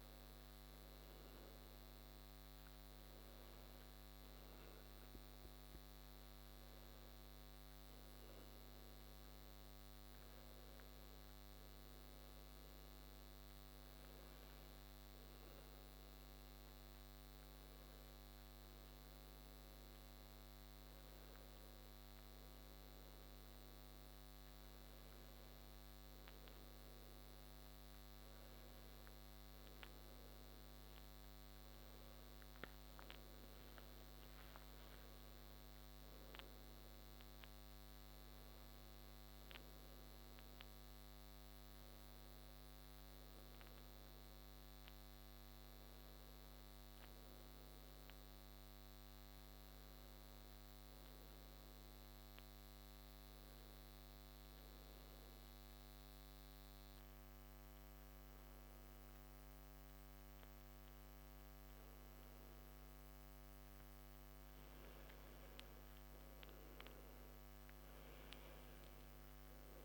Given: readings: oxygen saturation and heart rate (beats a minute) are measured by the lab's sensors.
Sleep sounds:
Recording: breathing in sleep, hard to hear, by a microphone on the trachea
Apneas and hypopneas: 1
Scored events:
54.00-65.50 s: obstructive apnea (oxygen 94% before, 87% lowest)
67.50-69.85 s: arousal
From the record:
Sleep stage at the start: N2 (light sleep)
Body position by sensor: on the back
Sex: male

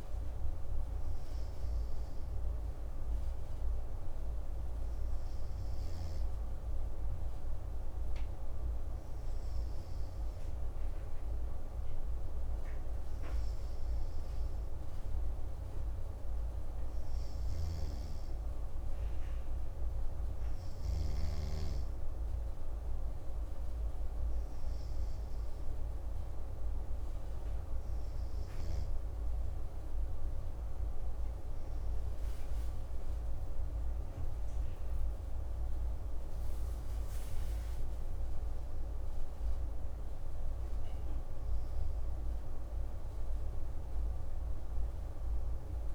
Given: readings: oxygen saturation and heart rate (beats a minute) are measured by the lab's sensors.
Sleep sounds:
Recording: breathing in sleep, hard to hear, by a room microphone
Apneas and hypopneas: none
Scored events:
32.00-37.00 s: arousal
From the record:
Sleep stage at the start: N2 (light sleep)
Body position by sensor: on the right side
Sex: male

